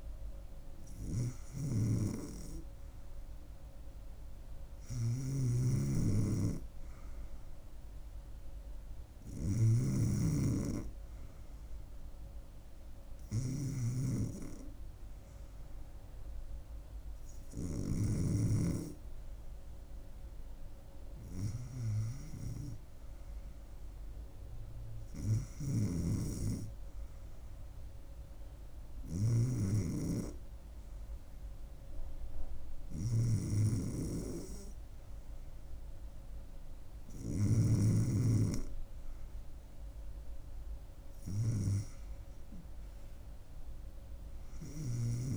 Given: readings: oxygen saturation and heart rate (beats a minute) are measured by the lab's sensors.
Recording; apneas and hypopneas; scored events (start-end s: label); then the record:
breathing in sleep by a room microphone; none
5.00-18.00 s: snoring (device-marked)
25.50-29.50 s: snoring (device-marked)
From the record:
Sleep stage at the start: REM sleep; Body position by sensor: on the back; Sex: female